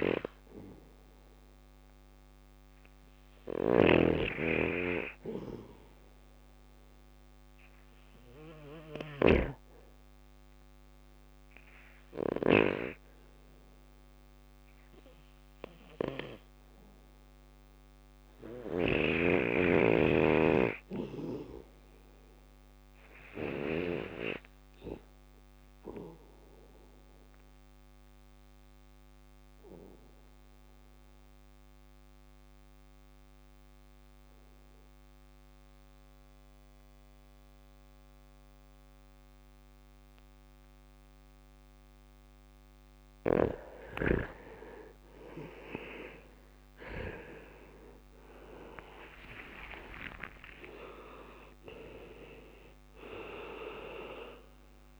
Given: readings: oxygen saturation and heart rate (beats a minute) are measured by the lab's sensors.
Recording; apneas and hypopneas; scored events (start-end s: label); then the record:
breathing in sleep by a microphone on the trachea; 2
0.00-4.50 s: oxygen desaturation (device-marked, oxygen 94% lowest, heart rate 61 extreme)
2.00-8.00 s: snoring (device-marked)
7.00-17.00 s: obstructive apnea (oxygen 100% before, 90% lowest, heart rate 60 before, 60 extreme, up 6 after)
8.50-18.50 s: drop in pulse transit time (device-marked, heart rate 60 before, 61 extreme)
17.50-22.50 s: snoring (device-marked)
18.50-21.50 s: arousal
25.00-41.50 s: obstructive apnea (oxygen 97% before, 90% lowest, heart rate 63 before, 59 extreme, up 8 after)
37.50-55.00 s: new sleep stage, N2 (light sleep)
38.50-40.50 s: bradycardia (device-marked, heart rate 61 before, 60 extreme)
43.00-48.00 s: arousal
48.50-55.00 s: drop in pulse transit time (device-marked, heart rate 62 before, 61 extreme)
52.50-55.00 s: oxygen desaturation (device-marked, oxygen 96% before, 90% lowest, heart rate 63 before, 58 extreme)
From the record:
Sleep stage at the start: REM sleep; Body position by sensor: on the back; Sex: male